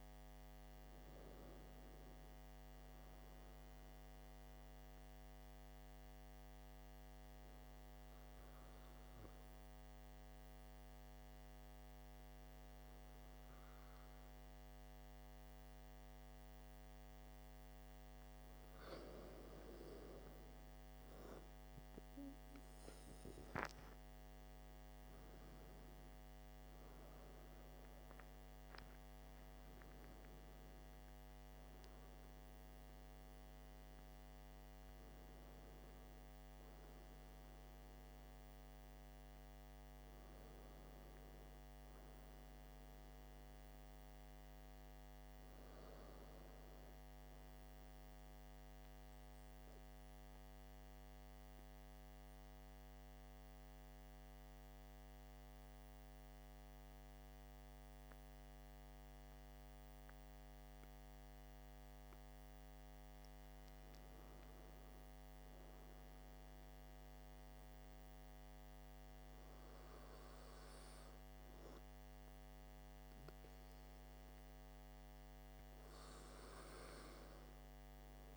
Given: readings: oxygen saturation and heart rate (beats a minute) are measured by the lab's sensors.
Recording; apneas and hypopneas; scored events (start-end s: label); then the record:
breathing in sleep, hard to hear, by a microphone on the trachea; 2
6.00-17.50 s: hypopnea (oxygen 97% before, 94% lowest, heart rate 57 before, 50 extreme, up 22 after)
20.00-24.00 s: arousal
49.50-62.00 s: central apnea (oxygen 95% before, 95% lowest, heart rate 57 before, 50 extreme, up 8 after)
64.50-68.50 s: arousal
From the record:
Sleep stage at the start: N2 (light sleep); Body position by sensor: on the back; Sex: male